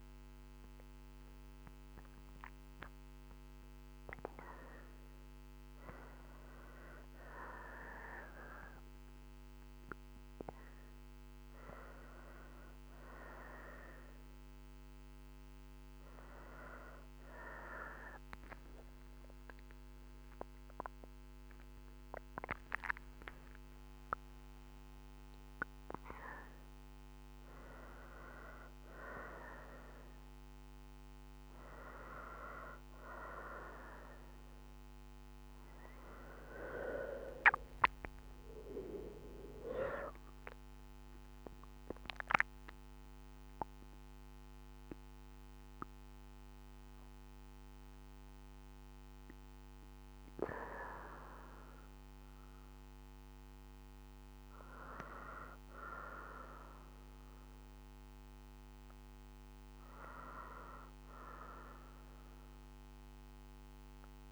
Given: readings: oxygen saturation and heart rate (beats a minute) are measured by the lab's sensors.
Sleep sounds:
breathing in sleep by a microphone on the trachea; 1
0.00-2.50 s: oxygen desaturation (device-marked, oxygen 90% lowest, heart rate 62 extreme)
12.50-23.50 s: oxygen desaturation (device-marked, oxygen 94% before, 91% lowest, heart rate 63 before, 61 extreme)
21.00-27.50 s: arousal
33.50-43.50 s: oxygen desaturation (device-marked, oxygen 94% before, 91% lowest, heart rate 64 before, 58 extreme)
40.00-53.50 s: mixed apnea (oxygen 94% before, 89% lowest, heart rate 64 before, 58 extreme, up 3 after)
55.50-60.50 s: arousal
From the record:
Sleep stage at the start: N2 (light sleep); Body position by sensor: on the right side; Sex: female

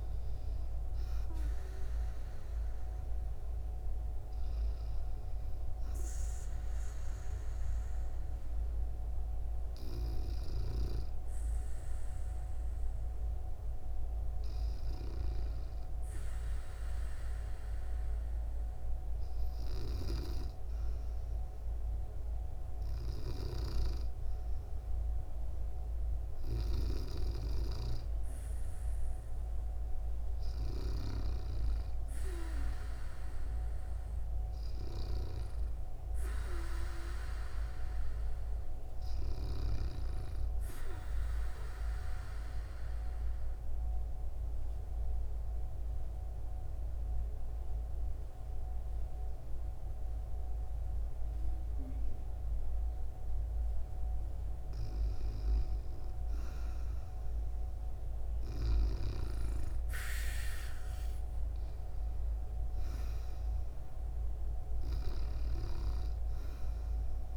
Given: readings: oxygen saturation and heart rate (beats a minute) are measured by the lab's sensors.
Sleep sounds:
breathing in sleep by a room microphone; 2
7.00-28.00 s: hypopnea (oxygen 98% before, 94% lowest, heart rate 77 before, 68 extreme, up 4 after)
22.50-31.00 s: snoring (device-marked)
30.00-33.00 s: arousal
41.00-53.50 s: obstructive apnea (oxygen 98% before, 93% lowest, heart rate 72 before, 68 extreme, up 7 after)
56.50-61.50 s: arousal
From the record:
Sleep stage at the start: N2 (light sleep); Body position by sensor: on the back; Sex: female

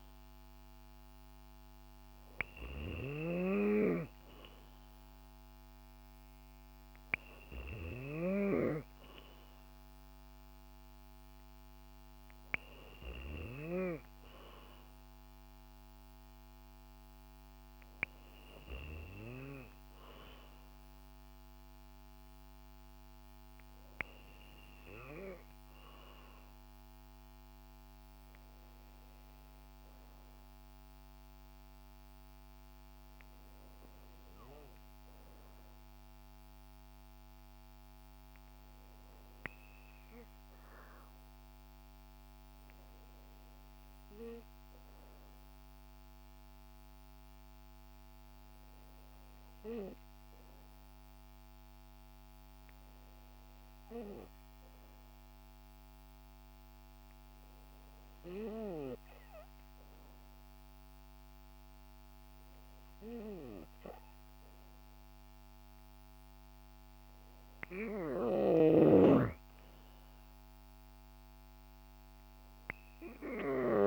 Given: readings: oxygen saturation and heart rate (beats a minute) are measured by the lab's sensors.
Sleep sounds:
breathing in sleep by a microphone on the trachea; none
0.00-3.00 s: snoring (device-marked)
60.50-72.50 s: oxygen desaturation (device-marked, oxygen 94% before, 92% lowest, heart rate 57 before, 56 extreme)
68.00-73.87 s: snoring (device-marked)
From the record:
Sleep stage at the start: N3 (deep sleep); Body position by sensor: on the back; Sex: female

